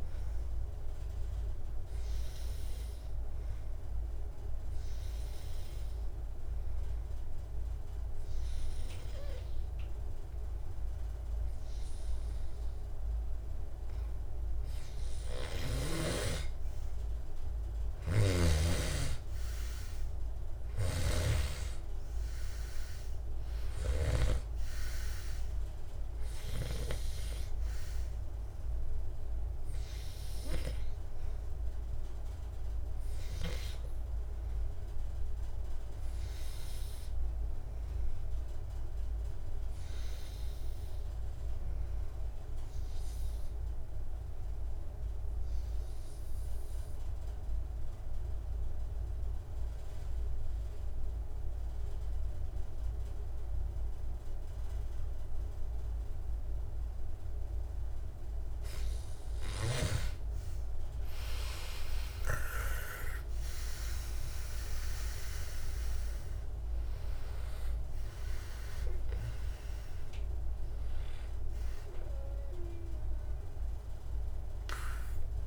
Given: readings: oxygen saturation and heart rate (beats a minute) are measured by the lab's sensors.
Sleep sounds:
breathing in sleep by a room microphone; 2
2.50-14.50 s: obstructive apnea (oxygen 98% before, 87% lowest, heart rate 76 before, 70 extreme, up 3 after)
6.50-13.50 s: oxygen desaturation (device-marked, oxygen 97% before, 93% lowest, heart rate 75 before, 70 extreme)
16.50-20.50 s: arousal
18.50-44.50 s: oxygen desaturation (device-marked, oxygen 98% before, 91% lowest, heart rate 73 before, 69 extreme)
37.50-59.00 s: obstructive apnea (oxygen 98% before, 87% lowest, heart rate 77 before, 70 extreme, up 19 after)
55.50-75.47 s: oxygen desaturation (device-marked, oxygen 98% before, 87% lowest, heart rate 71 before, 67 extreme)
62.50-67.00 s: arousal
From the record:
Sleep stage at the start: N2 (light sleep); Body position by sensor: on the back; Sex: male

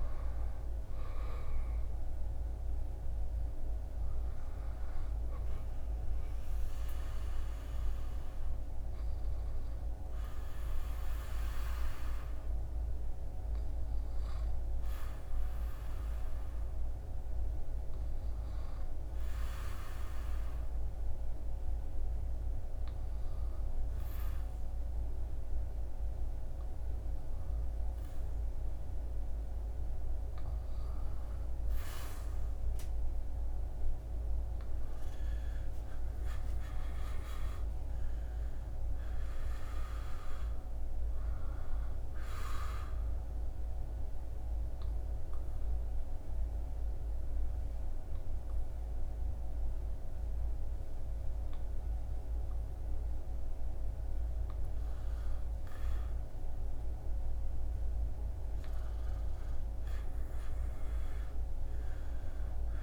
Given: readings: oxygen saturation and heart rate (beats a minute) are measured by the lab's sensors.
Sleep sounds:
breathing in sleep, hard to hear, by a room microphone; 2
0.00-2.50 s: arousal
18.00-29.50 s: hypopnea (oxygen 100% before, 93% lowest, heart rate 82 before, 69 extreme, up 3 after)
30.00-34.00 s: arousal
32.00-58.00 s: oxygen desaturation (device-marked, oxygen 97% before, 93% lowest, heart rate 80 before, 69 extreme)
41.50-54.00 s: obstructive apnea (oxygen 98% before, 92% lowest, heart rate 78 before, 69 extreme, up 11 after)
56.00-60.50 s: arousal
60.00-62.83 s: oxygen desaturation (device-marked, oxygen 99% before, 96% lowest, heart rate 76 before, 72 extreme)
From the record:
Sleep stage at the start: N2 (light sleep); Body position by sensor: on the back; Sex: male

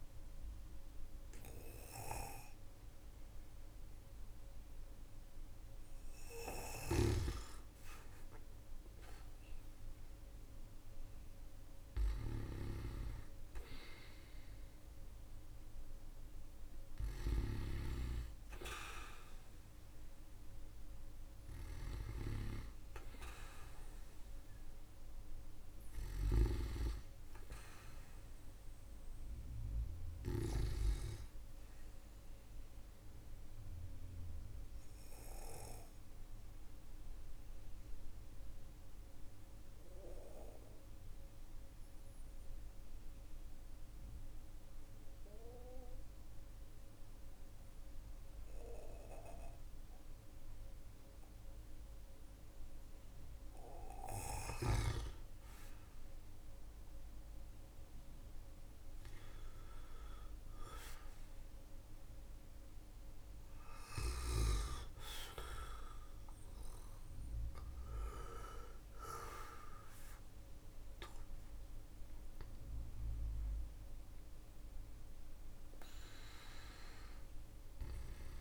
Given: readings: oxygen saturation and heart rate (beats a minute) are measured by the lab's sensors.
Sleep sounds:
breathing in sleep by a room microphone; 1
5.50-17.00 s: snoring (device-marked)
26.50-32.00 s: arousal
34.00-52.50 s: obstructive apnea (oxygen 94% before, 92% lowest, heart rate 62 before, 53 extreme, up 14 after)
54.50-59.00 s: arousal
63.00-78.41 s: oxygen desaturation (device-marked, oxygen 97% before, 92% lowest, heart rate 64 before, 42 extreme)
From the record:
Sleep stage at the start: N2 (light sleep); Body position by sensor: on the back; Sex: male

